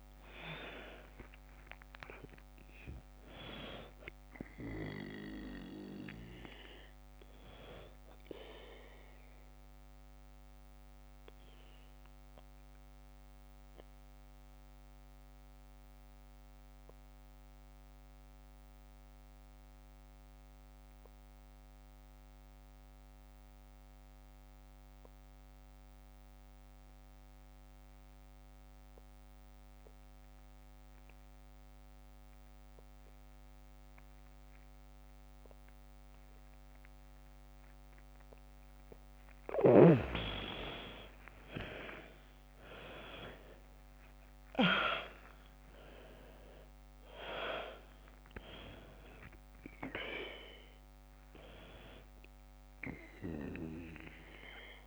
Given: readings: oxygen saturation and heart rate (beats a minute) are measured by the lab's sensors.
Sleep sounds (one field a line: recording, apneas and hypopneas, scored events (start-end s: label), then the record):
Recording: breathing in sleep by a microphone on the trachea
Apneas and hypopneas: 1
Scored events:
0.00-8.50 s: oxygen desaturation (device-marked, oxygen 90% lowest, heart rate 46 extreme)
8.50-38.00 s: obstructive apnea (oxygen 99% before, 88% lowest, heart rate 57 before, 46 extreme, up 9 after)
37.50-54.86 s: oxygen desaturation (device-marked, oxygen 100% before, 88% lowest, heart rate 51 before, 49 extreme)
39.50-43.50 s: arousal
From the record:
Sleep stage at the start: N2 (light sleep)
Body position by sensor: on the back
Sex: female